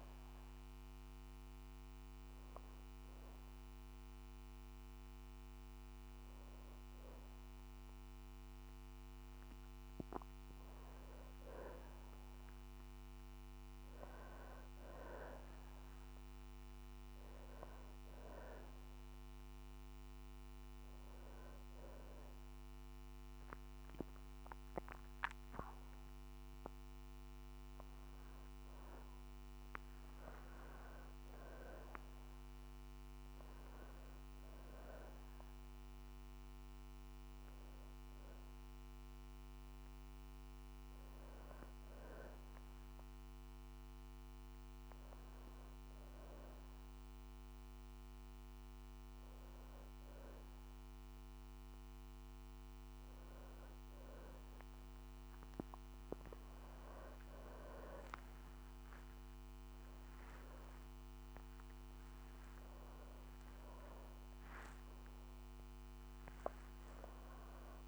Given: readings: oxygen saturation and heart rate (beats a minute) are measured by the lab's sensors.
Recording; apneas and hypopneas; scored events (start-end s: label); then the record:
breathing in sleep by a microphone on the trachea; 2
15.00-25.00 s: hypopnea (oxygen 93% before, 92% lowest, heart rate 63 before, 63 extreme, up 1 after)
27.00-32.00 s: arousal
46.00-56.00 s: obstructive apnea (oxygen 94% before, 92% lowest, heart rate 65 before, 62 extreme, up 12 after)
59.00-64.00 s: arousal
From the record:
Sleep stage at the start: N2 (light sleep); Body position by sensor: on the back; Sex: female